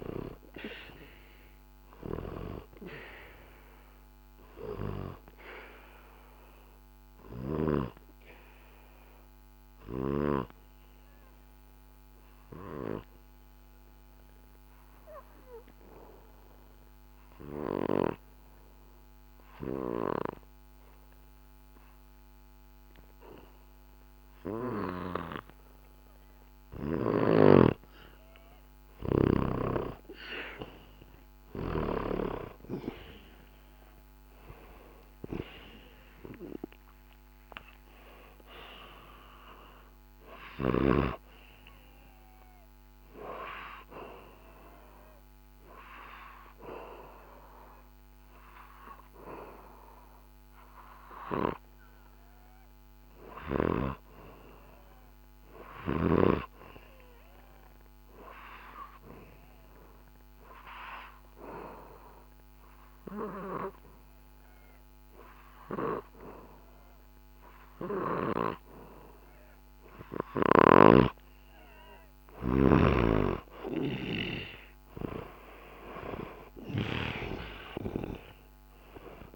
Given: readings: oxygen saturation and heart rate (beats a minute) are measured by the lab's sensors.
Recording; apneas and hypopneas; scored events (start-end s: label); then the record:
breathing in sleep by a microphone on the trachea; 2
1.00-21.00 s: oxygen desaturation (device-marked, oxygen 94% before, 88% lowest, heart rate 67 before, 62 extreme)
4.00-27.50 s: obstructive apnea (oxygen 95% before, 88% lowest, heart rate 66 before, 62 extreme)
30.50-35.00 s: arousal
37.00-56.00 s: oxygen desaturation (device-marked, oxygen 97% before, 90% lowest, heart rate 67 before, 63 extreme)
45.00-71.50 s: obstructive apnea (oxygen 98% before, 90% lowest, heart rate 66 before, 63 extreme, up 3 after)
69.00-79.36 s: oxygen desaturation (device-marked, oxygen 97% before, 90% lowest, heart rate 68 before, 64 extreme)
70.50-77.00 s: snoring (device-marked)
74.00-78.50 s: arousal
From the record:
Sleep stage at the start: N2 (light sleep); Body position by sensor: on the back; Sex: male